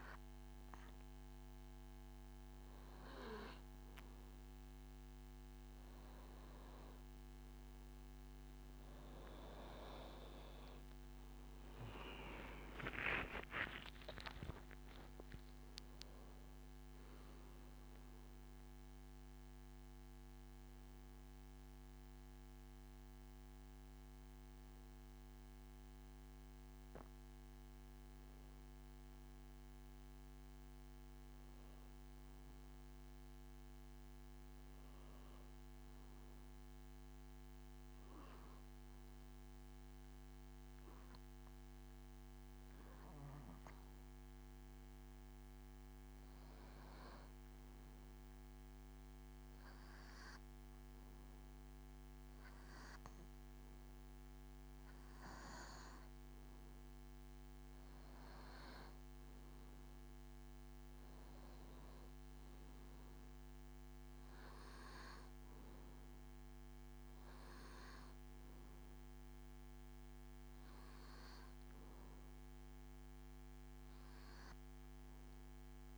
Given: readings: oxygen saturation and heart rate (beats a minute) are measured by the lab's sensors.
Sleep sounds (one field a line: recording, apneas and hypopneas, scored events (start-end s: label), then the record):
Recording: breathing in sleep by a microphone on the trachea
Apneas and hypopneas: 1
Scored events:
2.50-25.50 s: oxygen desaturation (device-marked, oxygen 99% before, 93% lowest, heart rate 72 before, 69 extreme)
10.50-15.00 s: arousal
38.50-55.00 s: hypopnea (oxygen 99% before, 92% lowest, heart rate 87 before, 68 extreme, up 7 after)
52.50-75.98 s: oxygen desaturation (device-marked, oxygen 98% before, 94% lowest, heart rate 76 before, 72 extreme)
57.00-61.50 s: arousal
From the record:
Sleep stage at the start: N2 (light sleep)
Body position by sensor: on the back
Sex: male